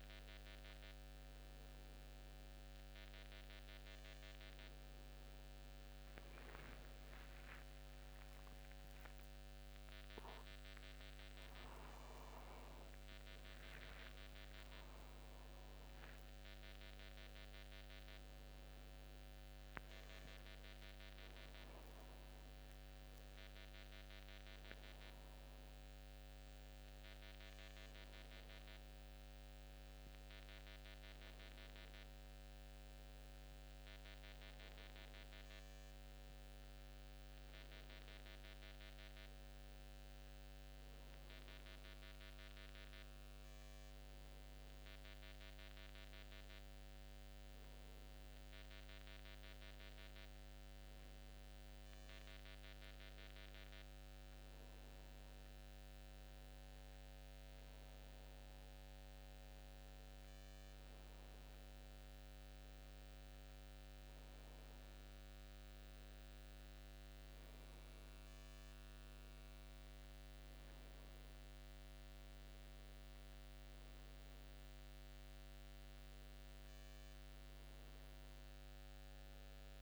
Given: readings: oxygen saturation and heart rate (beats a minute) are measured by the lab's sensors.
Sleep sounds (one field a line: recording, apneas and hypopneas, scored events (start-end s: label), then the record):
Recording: a person partly awake in a sleep study, hard to hear, by a microphone on the trachea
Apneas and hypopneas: none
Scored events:
0.00-1.50 s: long interval between heartbeats (device-marked, heart rate 79 extreme)
3.50-79.81 s: new sleep stage, N1 (lightest sleep)
8.50-10.50 s: long interval between heartbeats (device-marked, heart rate 122 before, 123 extreme)
14.00-16.00 s: long interval between heartbeats (device-marked, heart rate 110 before, 122 extreme)
16.50-18.50 s: long interval between heartbeats (device-marked, heart rate 105 before, 121 extreme)
22.00-24.00 s: long interval between heartbeats (device-marked, heart rate 109 before, 97 extreme)
24.00-26.00 s: long interval between heartbeats (device-marked, heart rate 111 before, 109 extreme)
26.50-28.50 s: long interval between heartbeats (device-marked, heart rate 116 before, 109 extreme)
From the record:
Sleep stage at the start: awake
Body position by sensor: on the right side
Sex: male